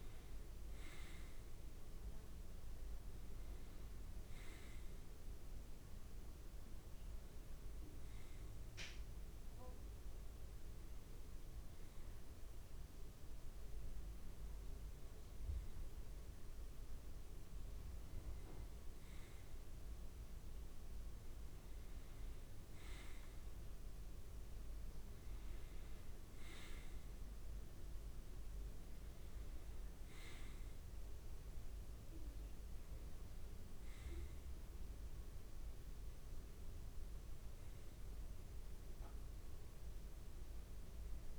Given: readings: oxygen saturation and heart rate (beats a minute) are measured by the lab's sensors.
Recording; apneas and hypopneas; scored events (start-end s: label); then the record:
breathing in sleep, hard to hear, by a room microphone; 1
0.00-19.50 s: oxygen desaturation (device-marked, oxygen 91% lowest)
9.50-20.00 s: hypopnea (oxygen 94% before, 91% lowest)
23.50-27.50 s: arousal
From the record:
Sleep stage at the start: N2 (light sleep); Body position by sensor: on the right side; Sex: male